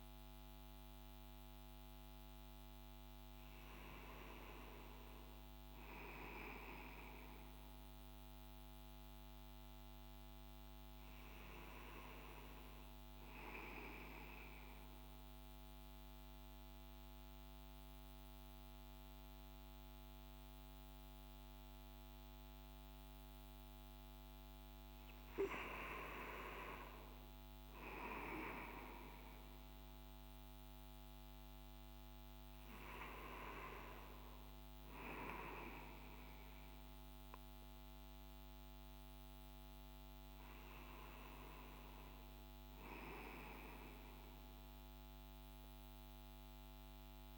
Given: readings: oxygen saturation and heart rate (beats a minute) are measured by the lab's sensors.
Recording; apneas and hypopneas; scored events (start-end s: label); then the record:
breathing in sleep by a microphone on the trachea; 1
13.00-23.00 s: central apnea (oxygen 96% before, 93% lowest)
24.50-28.00 s: arousal
41.00-45.50 s: arousal
From the record:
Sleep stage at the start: N1 (lightest sleep); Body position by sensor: on the back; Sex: male